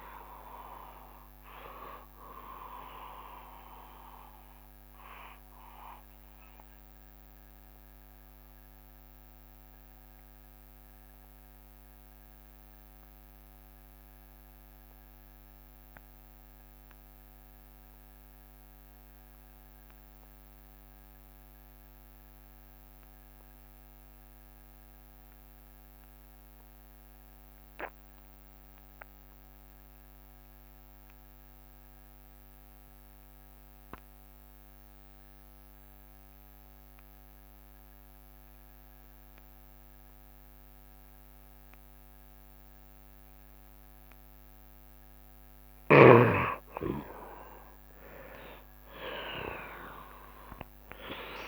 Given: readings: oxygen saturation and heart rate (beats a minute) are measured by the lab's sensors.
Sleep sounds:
breathing in sleep by a microphone on the trachea; 1
0.00-25.00 s: oxygen desaturation (device-marked, oxygen 76% lowest, heart rate 68 extreme)
0.50-44.00 s: mixed apnea (oxygen 91% before, 74% lowest, heart rate 73 before, 68 extreme, up 11 after)
30.00-51.48 s: oxygen desaturation (device-marked, oxygen 95% before, 74% lowest, heart rate 69 before, 69 extreme)
48.50-51.48 s: arousal
From the record:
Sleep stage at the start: N2 (light sleep); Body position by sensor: on the right side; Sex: male

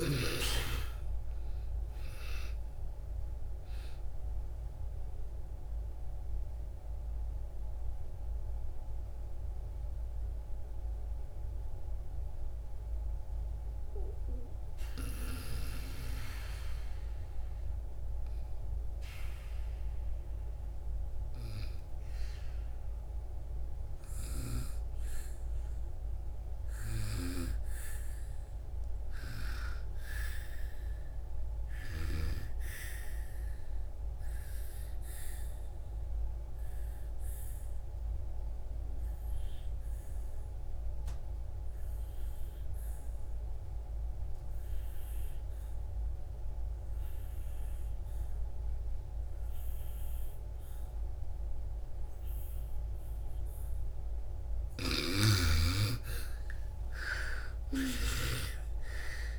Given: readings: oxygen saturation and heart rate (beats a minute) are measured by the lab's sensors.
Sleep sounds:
breathing in sleep by a room microphone; 2
0.00-24.00 s: oxygen desaturation (device-marked, oxygen 79% lowest)
4.00-20.50 s: mixed apnea (oxygen 98% before, 79% lowest)
24.00-29.00 s: arousal
33.50-53.50 s: obstructive apnea (oxygen 98% before, 80% lowest)
34.00-43.00 s: oxygen desaturation (device-marked, oxygen 98% before, 93% lowest)
49.00-59.39 s: oxygen desaturation (device-marked, oxygen 94% before, 80% lowest)
54.00-59.39 s: snoring (device-marked)
56.00-59.39 s: arousal
From the record:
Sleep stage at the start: N2 (light sleep); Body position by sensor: on the back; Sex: female

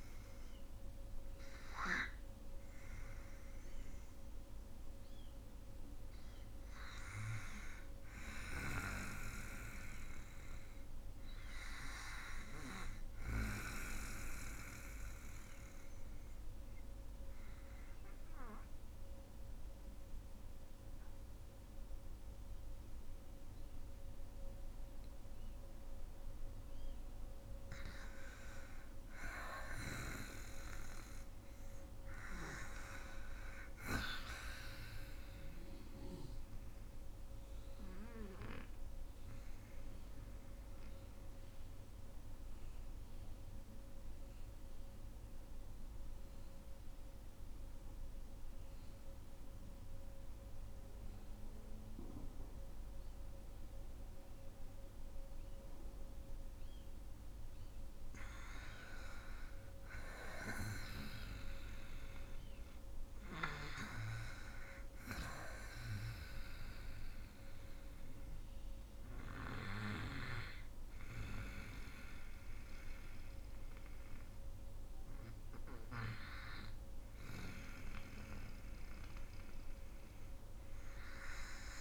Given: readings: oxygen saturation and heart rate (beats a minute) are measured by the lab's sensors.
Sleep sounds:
breathing in sleep by a room microphone; 2
0.00-1.50 s: oxygen desaturation (device-marked, oxygen 86% lowest, heart rate 54 extreme)
3.00-6.50 s: arousal
15.50-26.00 s: obstructive apnea (oxygen 99% before, 86% lowest, heart rate 60 before, 51 extreme, up 8 after)
26.50-30.50 s: arousal
29.50-50.50 s: oxygen desaturation (device-marked, oxygen 96% before, 88% lowest, heart rate 58 before, 50 extreme)
37.00-57.50 s: mixed apnea (oxygen 98% before, 86% lowest, heart rate 57 before, 50 extreme, up 12 after)
59.50-63.50 s: arousal
63.50-80.50 s: oxygen desaturation (device-marked, oxygen 97% before, 86% lowest, heart rate 53 before, 56 extreme)
From the record:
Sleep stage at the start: N2 (light sleep); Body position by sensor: on the back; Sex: female

